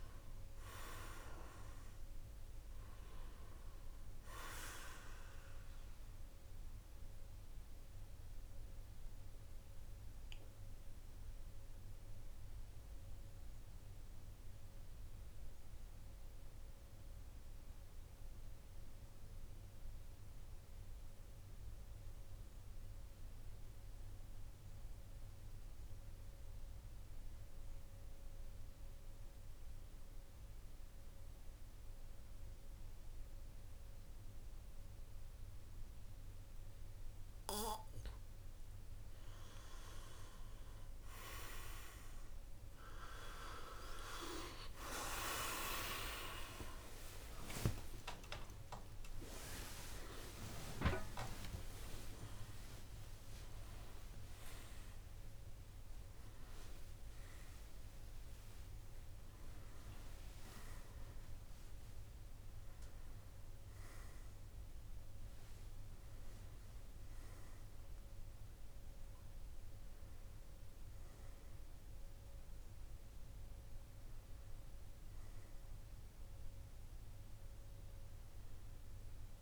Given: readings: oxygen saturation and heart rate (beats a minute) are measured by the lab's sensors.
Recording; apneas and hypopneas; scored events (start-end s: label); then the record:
a person partly awake in a sleep study, by a room microphone; 1
0.00-18.50 s: oxygen desaturation (device-marked, oxygen 87% lowest, heart rate 44 extreme)
6.50-36.50 s: obstructive apnea (oxygen 99% before, 87% lowest, heart rate 56 before, 44 extreme, up 10 after)
30.50-69.50 s: oxygen desaturation (device-marked, oxygen 99% before, 87% lowest, heart rate 48 before, 51 extreme)
38.50-68.50 s: new sleep stage, awake
68.50-79.42 s: new sleep stage, N1 (lightest sleep)
From the record:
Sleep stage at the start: N2 (light sleep); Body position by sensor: on the back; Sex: male